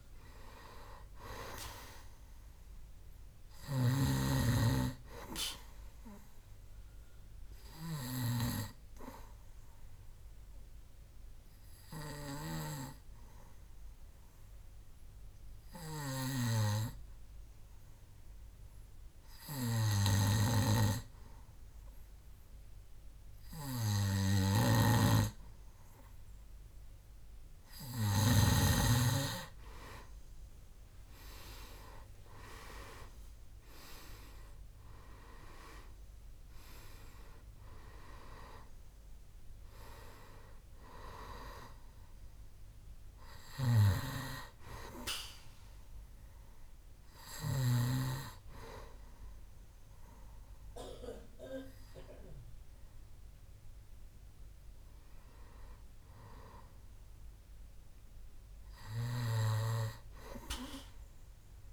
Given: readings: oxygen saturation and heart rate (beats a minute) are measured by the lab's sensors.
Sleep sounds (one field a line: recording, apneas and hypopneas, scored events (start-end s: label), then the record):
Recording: breathing in sleep by a room microphone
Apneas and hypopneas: 1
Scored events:
0.00-25.00 s: oxygen desaturation (device-marked, oxygen 93% lowest, heart rate 66 extreme)
3.50-8.50 s: snoring (device-marked)
8.00-27.00 s: obstructive apnea (oxygen 98% before, 92% lowest, heart rate 70 before, 66 extreme, up 7 after)
20.50-29.00 s: snoring (device-marked)
29.00-34.00 s: arousal
37.00-56.00 s: oxygen desaturation (device-marked, oxygen 98% before, 92% lowest, heart rate 68 before, 67 extreme)
43.50-48.00 s: snoring (device-marked)
56.00-59.50 s: arousal
From the record:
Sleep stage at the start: N2 (light sleep)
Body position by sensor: on the back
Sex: male